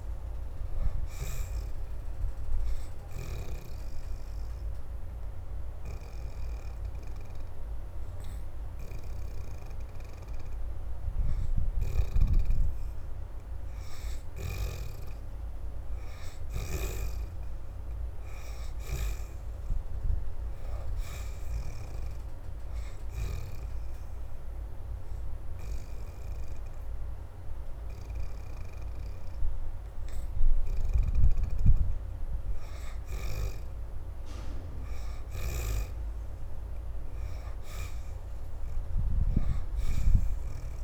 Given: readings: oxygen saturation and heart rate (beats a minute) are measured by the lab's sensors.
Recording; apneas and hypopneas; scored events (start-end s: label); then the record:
breathing in sleep by a room microphone; 2
2.50-12.50 s: obstructive apnea (oxygen 83% before, 66% lowest, heart rate 77 before, 74 extreme, up 1 after)
6.50-19.50 s: oxygen desaturation (device-marked, oxygen 83% before, 71% lowest, heart rate 77 before, 74 extreme)
17.00-20.50 s: arousal
21.50-38.50 s: oxygen desaturation (device-marked, oxygen 81% before, 67% lowest, heart rate 78 before, 76 extreme)
22.50-32.50 s: obstructive apnea (oxygen 83% before, 63% lowest, heart rate 78 before, 76 extreme, up 1 after)
34.00-37.50 s: arousal
From the record:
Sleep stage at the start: N2 (light sleep); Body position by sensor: on the left side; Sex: female